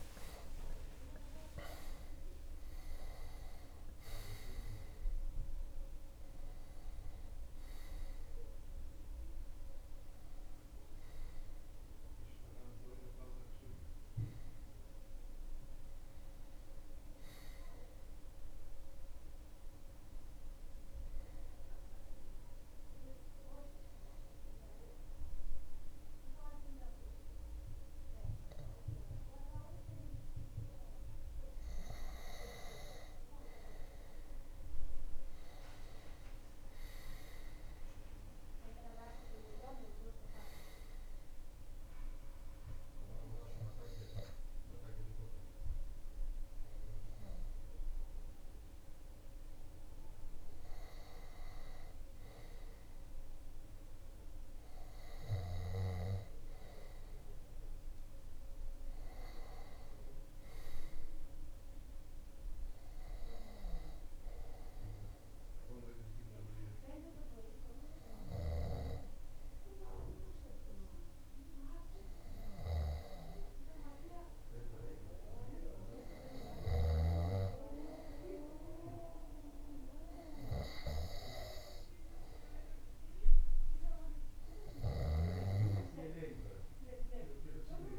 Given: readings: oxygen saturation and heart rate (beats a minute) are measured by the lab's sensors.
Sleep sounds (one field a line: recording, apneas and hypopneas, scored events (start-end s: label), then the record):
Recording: breathing in sleep by a room microphone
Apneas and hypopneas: 3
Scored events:
0.00-1.00 s: arousal
18.50-87.99 s: new sleep stage, N2 (light sleep)
21.50-32.00 s: obstructive apnea (oxygen 98% before, 96% lowest)
34.50-38.50 s: arousal
40.50-50.50 s: obstructive apnea (oxygen 100% before, 96% lowest)
46.50-62.50 s: oxygen desaturation (device-marked, oxygen 99% before, 96% lowest)
55.00-59.50 s: arousal
64.00-74.00 s: hypopnea (oxygen 99% before, 96% lowest)
75.50-78.50 s: arousal
From the record:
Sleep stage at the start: N1 (lightest sleep)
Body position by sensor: on the left side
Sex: male